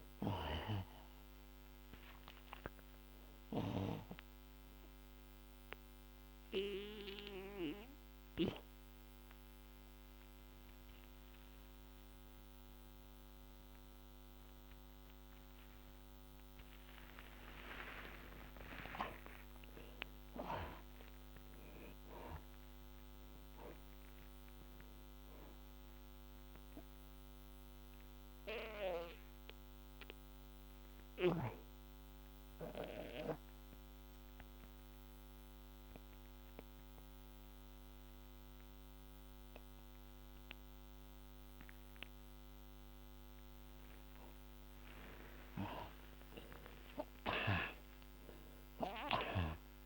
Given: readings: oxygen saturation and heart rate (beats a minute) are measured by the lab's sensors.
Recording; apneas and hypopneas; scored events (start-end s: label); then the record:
breathing in sleep by a microphone on the trachea; 2
0.00-20.00 s: oxygen desaturation (device-marked, oxygen 72% lowest, heart rate 57 extreme)
5.50-17.00 s: obstructive apnea (oxygen 96% before, 71% lowest, heart rate 89 before, 57 extreme, up 25 after)
17.50-23.00 s: arousal
22.00-42.00 s: oxygen desaturation (device-marked, oxygen 94% before, 77% lowest, heart rate 71 before, 58 extreme)
26.50-42.50 s: obstructive apnea (oxygen 94% before, 71% lowest, heart rate 69 before, 63 extreme, up 24 after)
44.50-49.50 s: arousal
From the record:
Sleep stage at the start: N2 (light sleep); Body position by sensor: on the back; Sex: male